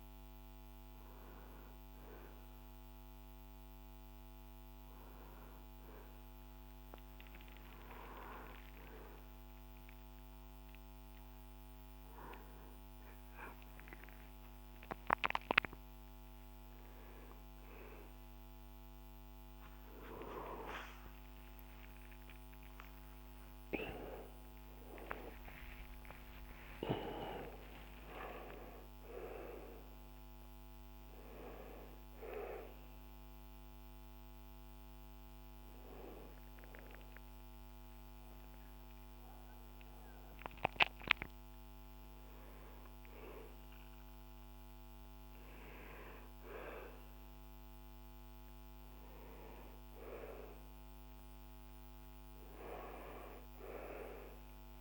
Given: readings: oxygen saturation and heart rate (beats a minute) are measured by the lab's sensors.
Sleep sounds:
a person awake in a sleep study, by a microphone on the trachea; none
none scored
From the record:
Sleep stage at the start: awake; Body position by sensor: on the back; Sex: male

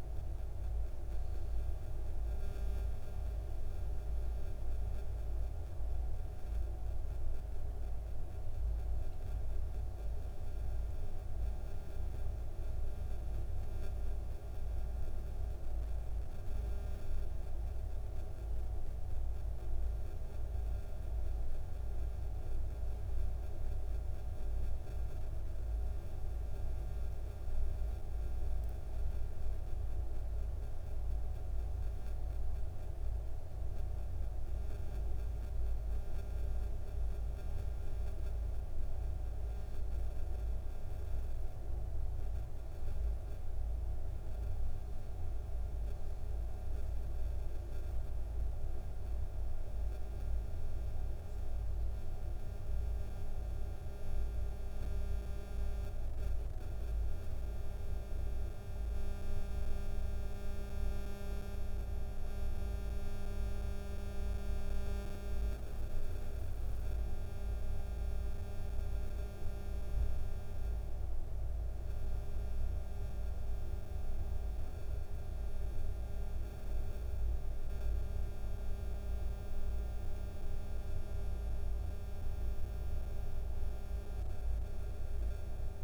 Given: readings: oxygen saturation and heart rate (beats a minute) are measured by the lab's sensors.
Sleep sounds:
breathing in sleep, hard to hear, by a room microphone; none
2.00-4.00 s: long interval between heartbeats (device-marked, heart rate 74 before, 95 extreme)
4.00-6.00 s: long interval between heartbeats (device-marked, heart rate 76 before, 106 extreme)
From the record:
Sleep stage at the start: N2 (light sleep); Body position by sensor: on the back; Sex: male

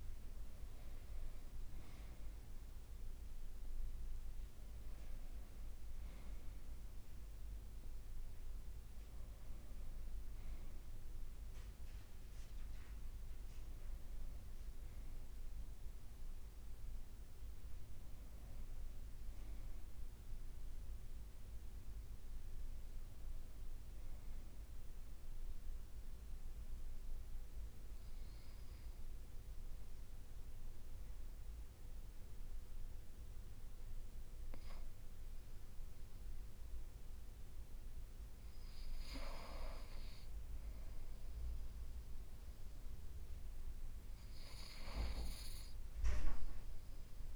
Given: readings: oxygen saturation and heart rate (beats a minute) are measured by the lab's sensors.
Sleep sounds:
breathing in sleep, hard to hear, by a room microphone; 1
0.00-3.00 s: leg movement (device-marked)
7.00-37.00 s: new sleep stage, N1 (lightest sleep)
25.00-37.50 s: obstructive apnea (oxygen 98% before, 94% lowest, heart rate 58 before, 54 extreme, up 1 after)
35.00-37.50 s: leg movement (device-marked)
37.00-47.36 s: new sleep stage, N2 (light sleep)
39.50-43.00 s: arousal
From the record:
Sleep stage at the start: N2 (light sleep); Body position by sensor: on the right side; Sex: male

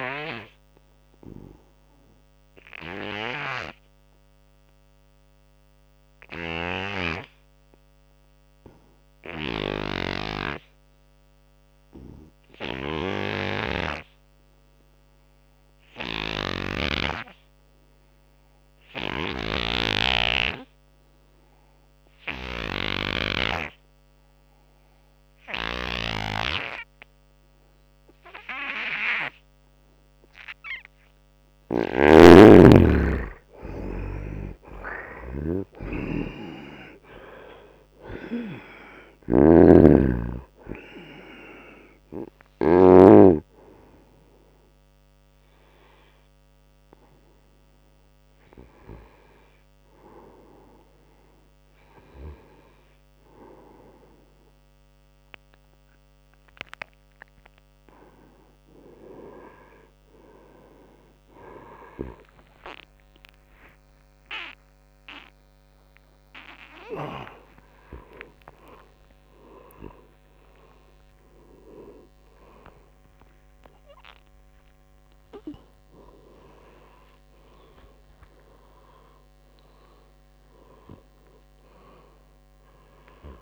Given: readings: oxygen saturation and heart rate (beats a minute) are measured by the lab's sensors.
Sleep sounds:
a person partly awake in a sleep study, by a microphone on the trachea; 2
0.00-5.00 s: oxygen desaturation (device-marked, oxygen 78% lowest, heart rate 72 extreme)
1.00-31.00 s: obstructive apnea (oxygen 96% before, 74% lowest, heart rate 87 before, 72 extreme, up 12 after)
16.00-19.50 s: snoring (device-marked)
20.00-54.00 s: oxygen desaturation (device-marked, oxygen 97% before, 74% lowest, heart rate 83 before, 72 extreme)
25.50-42.50 s: snoring (device-marked)
32.50-37.00 s: arousal
41.00-51.50 s: hypopnea (oxygen 97% before, 74% lowest, heart rate 78 before, 88 extreme, up 19 after)
46.00-83.42 s: new sleep stage, awake
58.50-60.50 s: long interval between heartbeats (device-marked, heart rate 88 before, 100 extreme)
62.50-64.50 s: long interval between heartbeats (device-marked, heart rate 93 before, 127 extreme)
68.50-70.50 s: long interval between heartbeats (device-marked, heart rate 102 before, 104 extreme)
74.00-76.00 s: long interval between heartbeats (device-marked, heart rate 107 before, 106 extreme)
From the record:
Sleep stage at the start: N2 (light sleep); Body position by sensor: on the right side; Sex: male

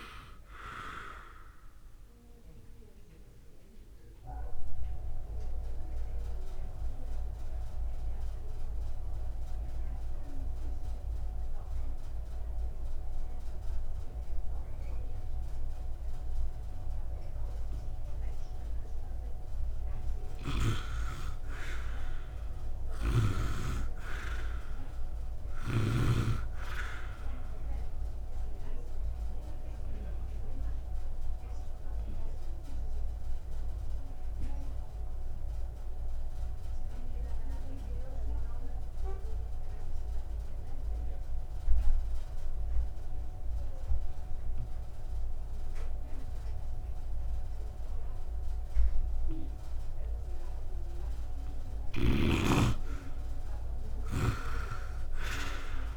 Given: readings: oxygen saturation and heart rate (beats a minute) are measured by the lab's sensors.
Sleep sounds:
breathing in sleep by a room microphone; 2
0.00-16.00 s: oxygen desaturation (device-marked, oxygen 83% lowest, heart rate 61 extreme)
1.50-20.00 s: obstructive apnea (oxygen 100% before, 83% lowest, heart rate 61 before, 64 extreme, up 0 after)
22.00-26.00 s: arousal
29.50-51.00 s: obstructive apnea (oxygen 100% before, 81% lowest, heart rate 67 before, 56 extreme)
30.00-42.00 s: oxygen desaturation (device-marked, oxygen 99% before, 92% lowest, heart rate 66 before, 56 extreme)
50.00-55.97 s: oxygen desaturation (device-marked, oxygen 99% before, 84% lowest, heart rate 67 before, 55 extreme)
52.00-55.97 s: snoring (device-marked)
52.50-55.50 s: arousal
From the record:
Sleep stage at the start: N2 (light sleep); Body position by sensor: on the right side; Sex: male

